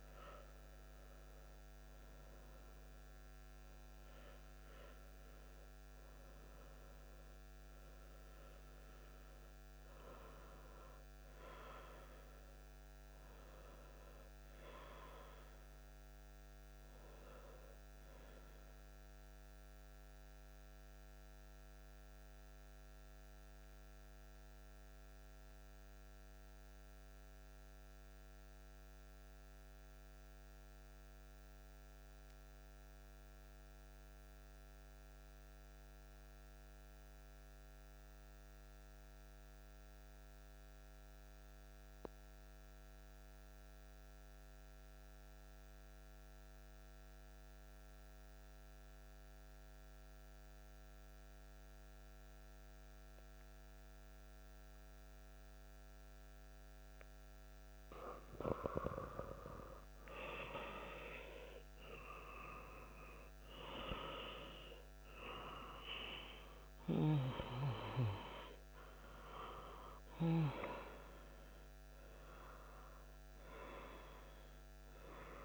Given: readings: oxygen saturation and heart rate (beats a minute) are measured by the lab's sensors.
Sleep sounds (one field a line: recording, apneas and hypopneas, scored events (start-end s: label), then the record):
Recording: breathing in sleep by a microphone on the trachea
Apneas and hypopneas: 1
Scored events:
0.00-14.50 s: oxygen desaturation (device-marked, oxygen 89% lowest)
14.50-17.00 s: arousal
18.50-57.50 s: mixed apnea (oxygen 98% before, 91% lowest)
49.50-75.45 s: oxygen desaturation (device-marked, oxygen 97% before, 91% lowest)
58.50-62.50 s: arousal
From the record:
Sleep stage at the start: N2 (light sleep)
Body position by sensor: on the back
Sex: male